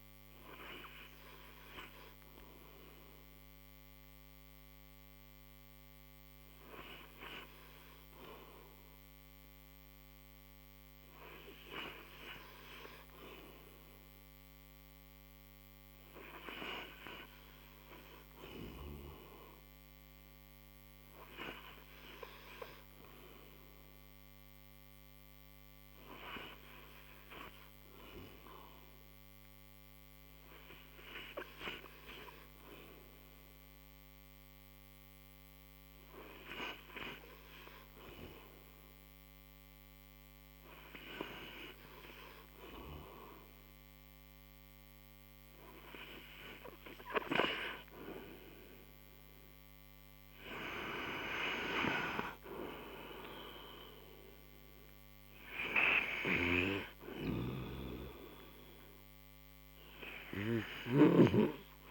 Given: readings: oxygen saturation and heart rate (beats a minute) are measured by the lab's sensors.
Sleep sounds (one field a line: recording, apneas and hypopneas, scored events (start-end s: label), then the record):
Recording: breathing in sleep by a microphone on the trachea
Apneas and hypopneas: none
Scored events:
0.50-10.50 s: oxygen desaturation (device-marked, oxygen 91% before, 88% lowest, heart rate 88 before, 58 extreme)
20.50-30.50 s: oxygen desaturation (device-marked, oxygen 94% before, 89% lowest, heart rate 75 before, 58 extreme)
50.00-53.50 s: arousal
From the record:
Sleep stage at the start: REM sleep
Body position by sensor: on the right side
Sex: male